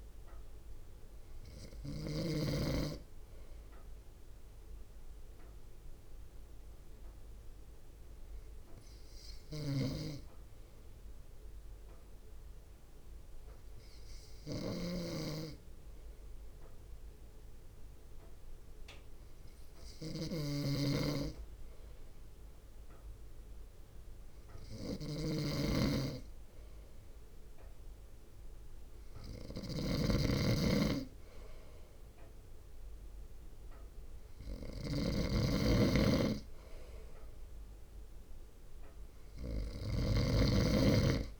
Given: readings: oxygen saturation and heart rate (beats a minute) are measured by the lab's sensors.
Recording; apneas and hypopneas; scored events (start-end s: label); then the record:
breathing in sleep by a room microphone; 1
0.00-1.00 s: drop in pulse transit time (device-marked, heart rate 53 extreme)
0.00-2.50 s: snoring (device-marked)
2.50-21.00 s: hypopnea (oxygen 96% before, 94% lowest, heart rate 55 before, 54 extreme, up 0 after)
9.50-41.40 s: snoring (device-marked)
23.50-26.00 s: arousal
31.00-41.40 s: drop in pulse transit time (device-marked, heart rate 57 before, 54 extreme)
From the record:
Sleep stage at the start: N2 (light sleep); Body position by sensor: on the front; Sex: male